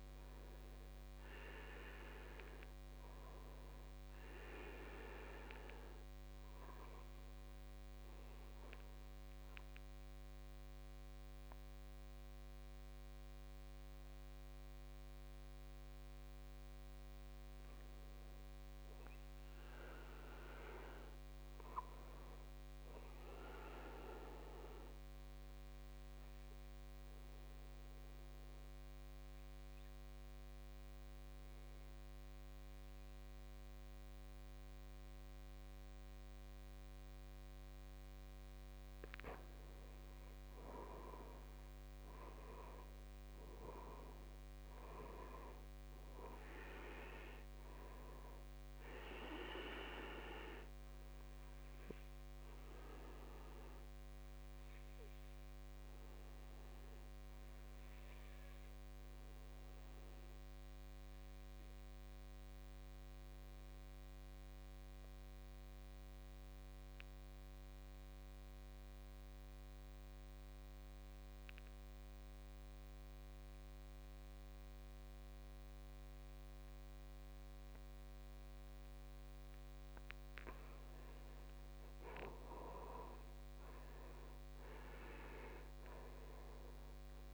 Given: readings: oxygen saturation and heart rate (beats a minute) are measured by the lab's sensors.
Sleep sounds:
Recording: breathing in sleep by a microphone on the trachea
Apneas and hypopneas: 3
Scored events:
0.00-19.00 s: oxygen desaturation (device-marked, oxygen 83% lowest, heart rate 52 extreme)
4.50-15.50 s: obstructive apnea (oxygen 99% before, 83% lowest, heart rate 66 before, 52 extreme, up 5 after)
17.50-21.00 s: arousal
24.50-39.00 s: obstructive apnea (oxygen 99% before, 90% lowest, heart rate 56 before, 52 extreme, up 11 after)
38.00-50.00 s: oxygen desaturation (device-marked, oxygen 99% before, 95% lowest, heart rate 55 before, 52 extreme)
41.50-45.00 s: arousal
50.00-78.50 s: obstructive apnea (oxygen 99% before, 83% lowest, heart rate 58 before, 52 extreme, up 14 after)
56.00-69.00 s: oxygen desaturation (device-marked, oxygen 96% before, 90% lowest, heart rate 61 before, 52 extreme)
81.00-87.34 s: oxygen desaturation (device-marked, oxygen 98% before, 83% lowest, heart rate 56 before, 57 extreme)
From the record:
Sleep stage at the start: N2 (light sleep)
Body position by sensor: on the back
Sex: male

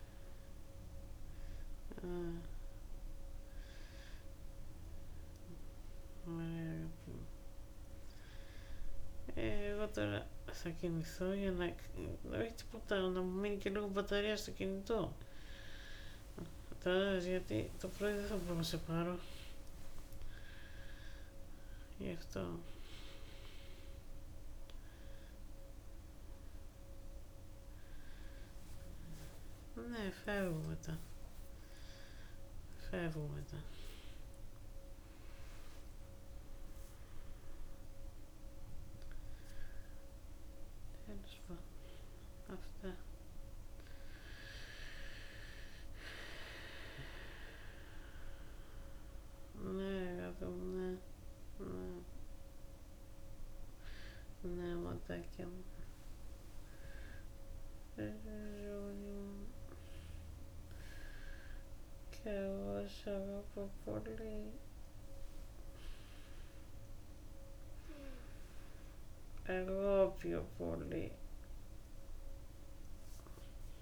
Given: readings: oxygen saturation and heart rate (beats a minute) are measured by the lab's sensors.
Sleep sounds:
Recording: a person awake in a sleep study, by a room microphone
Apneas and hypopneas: none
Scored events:
6.00-11.00 s: snoring (device-marked)
13.00-17.00 s: snoring (device-marked)
49.50-54.50 s: snoring (device-marked)
From the record:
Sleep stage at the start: awake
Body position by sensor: on the back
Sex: female

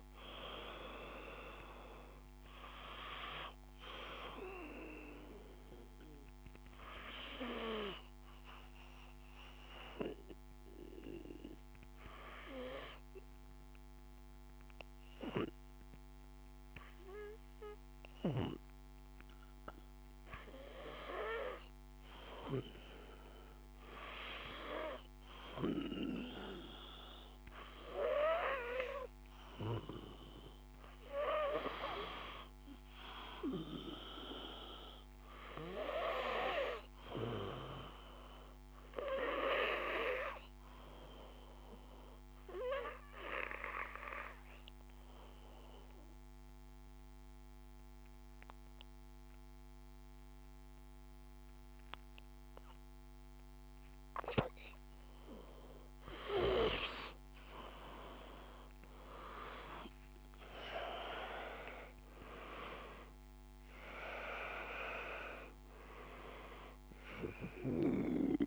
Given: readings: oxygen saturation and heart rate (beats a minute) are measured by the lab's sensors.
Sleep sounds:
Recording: breathing in sleep by a microphone on the trachea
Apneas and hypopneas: 2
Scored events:
3.50-18.50 s: obstructive apnea (oxygen 96% before, 91% lowest, heart rate 65 before, 53 extreme, up 1 after)
32.50-36.00 s: arousal
37.50-47.50 s: oxygen desaturation (device-marked, oxygen 98% before, 94% lowest, heart rate 55 before, 52 extreme)
40.00-55.50 s: obstructive apnea (oxygen 98% before, 90% lowest, heart rate 55 before, 51 extreme, up 7 after)
58.50-62.50 s: arousal
60.50-68.47 s: oxygen desaturation (device-marked, oxygen 96% before, 90% lowest, heart rate 53 before, 51 extreme)
From the record:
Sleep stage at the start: N2 (light sleep)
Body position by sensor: on the back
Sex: male

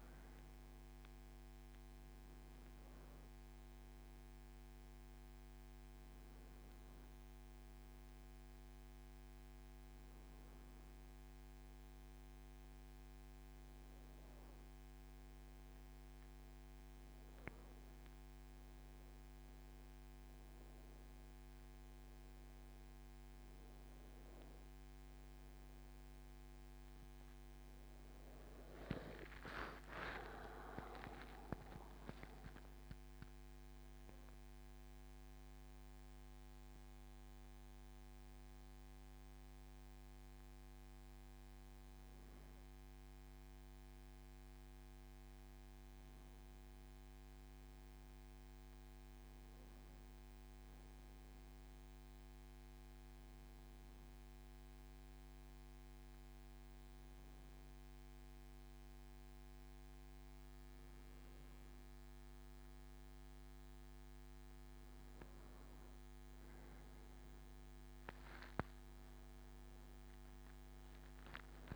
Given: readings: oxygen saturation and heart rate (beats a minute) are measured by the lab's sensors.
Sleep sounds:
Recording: a person awake in a sleep study, by a microphone on the trachea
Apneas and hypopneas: none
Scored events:
none scored
From the record:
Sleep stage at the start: awake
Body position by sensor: on the back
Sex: male

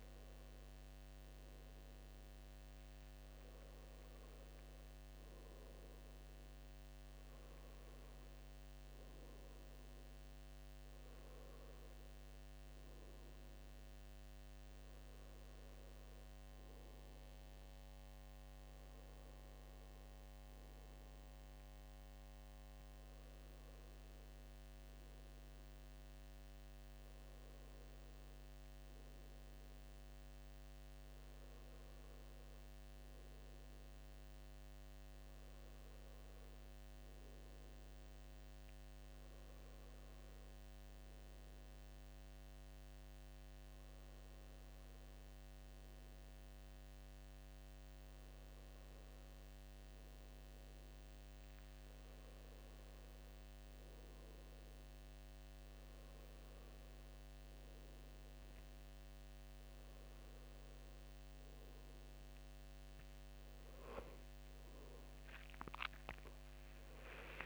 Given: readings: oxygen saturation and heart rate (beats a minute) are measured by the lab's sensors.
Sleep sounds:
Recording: breathing in sleep, hard to hear, by a microphone on the trachea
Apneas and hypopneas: none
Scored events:
15.50-24.50 s: oxygen desaturation (device-marked, oxygen 98% before, 94% lowest, heart rate 79 before, 75 extreme)
59.50-67.46 s: new sleep stage, awake
From the record:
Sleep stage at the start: N1 (lightest sleep)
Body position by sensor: on the back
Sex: male

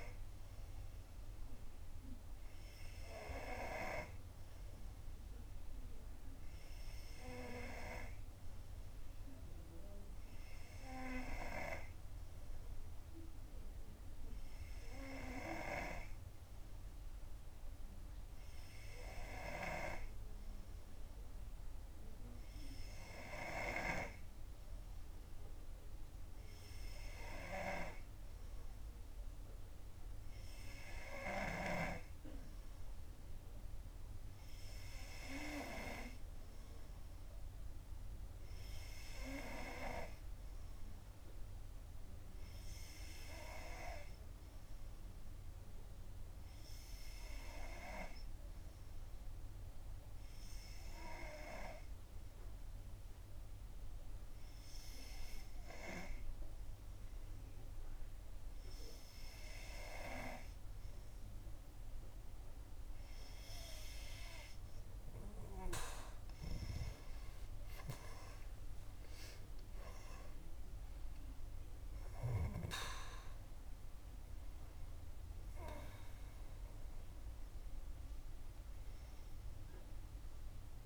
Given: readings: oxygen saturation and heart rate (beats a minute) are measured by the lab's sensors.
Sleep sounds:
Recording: breathing in sleep by a room microphone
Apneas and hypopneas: 1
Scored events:
1.00-8.00 s: oxygen desaturation (device-marked, oxygen 97% before, 94% lowest, heart rate 57 before, 54 extreme)
49.00-61.00 s: hypopnea (oxygen 92% before, 90% lowest, heart rate 59 before, 57 extreme, up 3 after)
66.50-72.50 s: arousal
From the record:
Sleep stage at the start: N2 (light sleep)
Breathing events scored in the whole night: 415 in 6.4 hours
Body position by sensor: on the back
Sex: female

